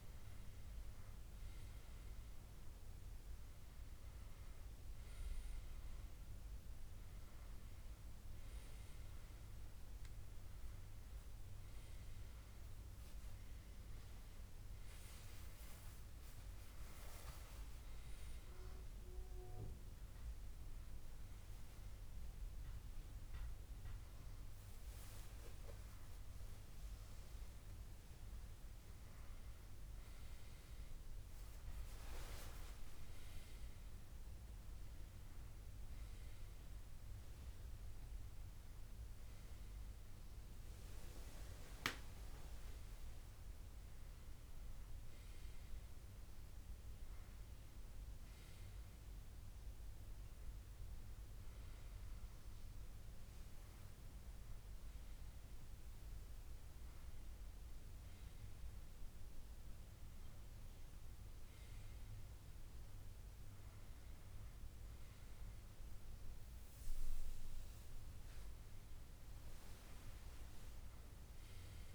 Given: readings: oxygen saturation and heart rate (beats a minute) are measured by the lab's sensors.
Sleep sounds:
breathing in sleep, hard to hear, by a room microphone; none
27.50-29.50 s: long interval between heartbeats (device-marked, heart rate 75 before, 72 extreme)
69.00-71.00 s: long interval between heartbeats (device-marked, heart rate 73 before, 73 extreme)
From the record:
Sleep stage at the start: N1 (lightest sleep); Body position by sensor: on the back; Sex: male

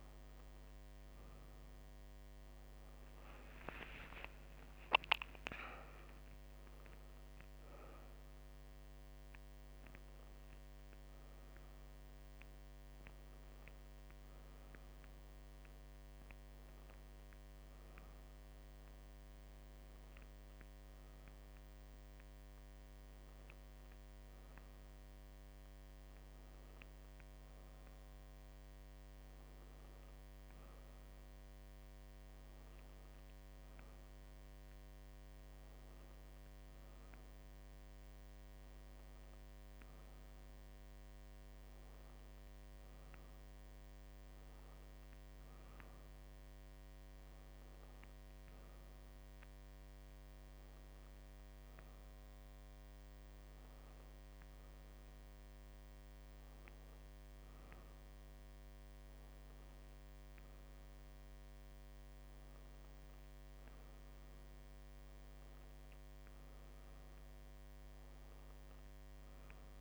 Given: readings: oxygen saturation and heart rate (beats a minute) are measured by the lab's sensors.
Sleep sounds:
breathing in sleep, hard to hear, by a microphone on the trachea; none
1.50-5.50 s: arousal
From the record:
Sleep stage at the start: N2 (light sleep); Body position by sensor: on the right side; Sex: female

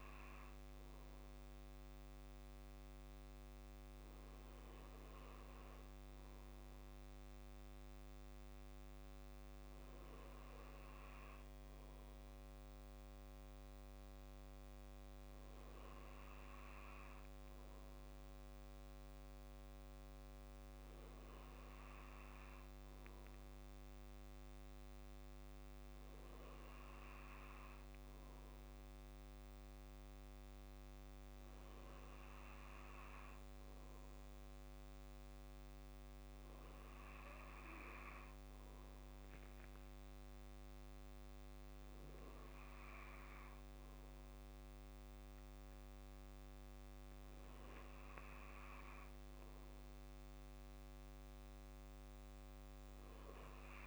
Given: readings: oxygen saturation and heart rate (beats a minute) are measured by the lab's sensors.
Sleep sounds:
breathing in sleep, hard to hear, by a microphone on the trachea; none
none scored
From the record:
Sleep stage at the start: N2 (light sleep); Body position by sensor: on the back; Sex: male

